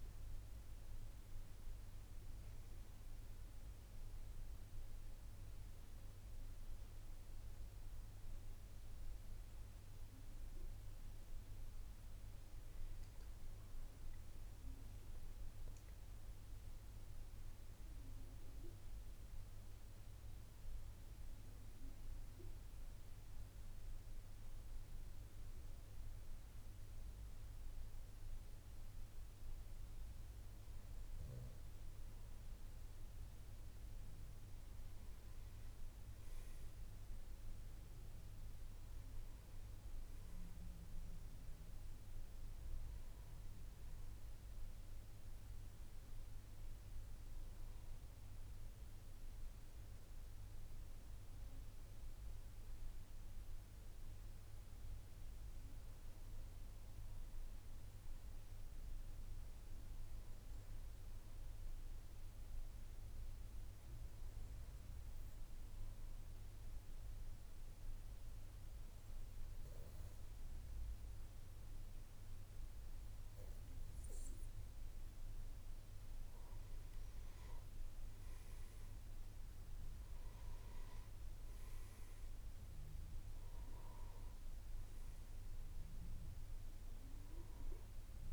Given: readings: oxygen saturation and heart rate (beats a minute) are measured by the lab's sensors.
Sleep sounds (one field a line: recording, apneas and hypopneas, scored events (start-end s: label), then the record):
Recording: breathing in sleep, hard to hear, by a room microphone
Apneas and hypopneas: 2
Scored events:
20.00-31.50 s: hypopnea (oxygen 97% before, 94% lowest, heart rate 60 before, 52 extreme, up 3 after)
62.00-75.50 s: obstructive apnea (oxygen 97% before, 94% lowest, heart rate 54 before, 53 extreme, up 8 after)
65.00-88.33 s: new sleep stage, N1 (lightest sleep)
From the record:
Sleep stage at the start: N3 (deep sleep)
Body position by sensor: on the back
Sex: male